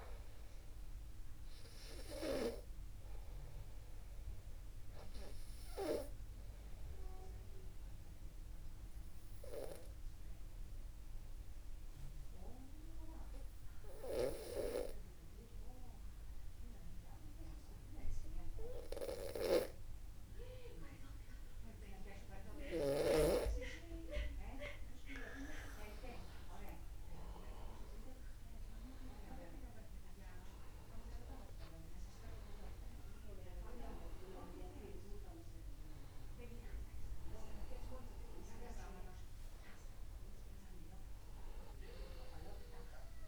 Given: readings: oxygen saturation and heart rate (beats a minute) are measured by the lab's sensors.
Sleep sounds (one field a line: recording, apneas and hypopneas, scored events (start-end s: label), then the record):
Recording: breathing in sleep by a room microphone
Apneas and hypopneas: 1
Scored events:
5.50-24.50 s: obstructive apnea (oxygen 98% before, 93% lowest, heart rate 49 before, 50 extreme, up 9 after)
12.00-14.00 s: long interval between heartbeats (device-marked, heart rate 50 before, 59 extreme)
24.00-26.00 s: long interval between heartbeats (device-marked, heart rate 53 before, 58 extreme)
28.50-34.00 s: arousal
From the record:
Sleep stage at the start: N2 (light sleep)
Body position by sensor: upright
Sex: male